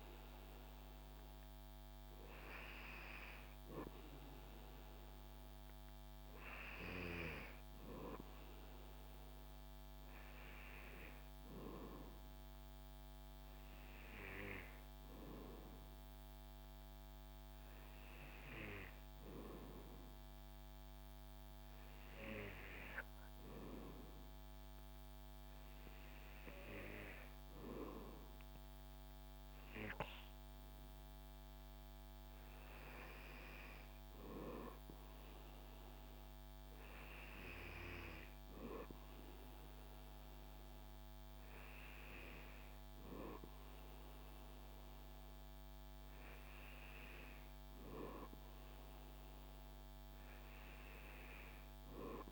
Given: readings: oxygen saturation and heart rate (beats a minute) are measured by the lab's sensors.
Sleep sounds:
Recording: breathing in sleep by a microphone on the trachea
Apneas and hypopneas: none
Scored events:
none scored
From the record:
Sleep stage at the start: N2 (light sleep)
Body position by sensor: on the back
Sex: male

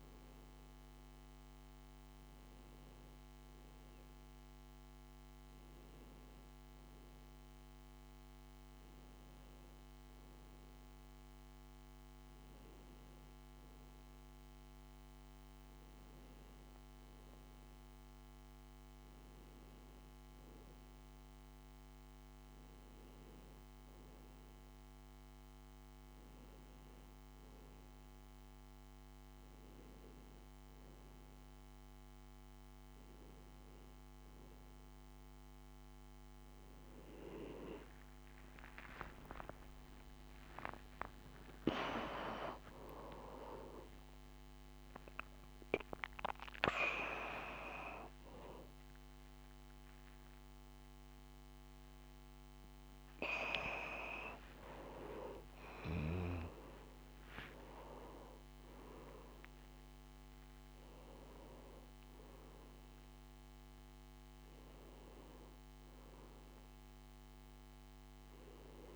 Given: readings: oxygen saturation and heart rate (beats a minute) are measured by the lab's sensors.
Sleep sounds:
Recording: a person partly awake in a sleep study, by a microphone on the trachea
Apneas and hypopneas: none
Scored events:
45.00-68.96 s: new sleep stage, awake
From the record:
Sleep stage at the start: N1 (lightest sleep)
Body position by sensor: on the back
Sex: male

